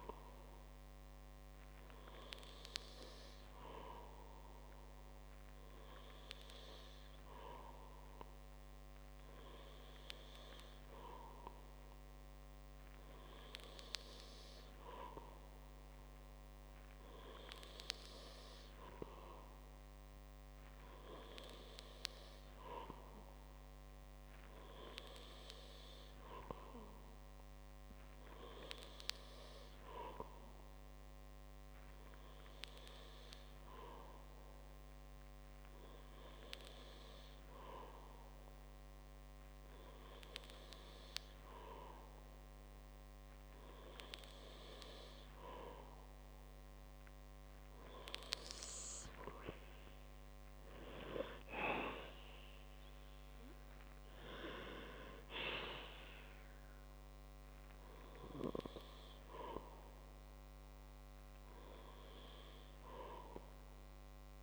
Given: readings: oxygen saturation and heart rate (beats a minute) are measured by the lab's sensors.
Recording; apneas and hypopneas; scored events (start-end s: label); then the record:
breathing in sleep by a microphone on the trachea; none
50.00-53.00 s: arousal
From the record:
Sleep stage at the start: N2 (light sleep); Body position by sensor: on the back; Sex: male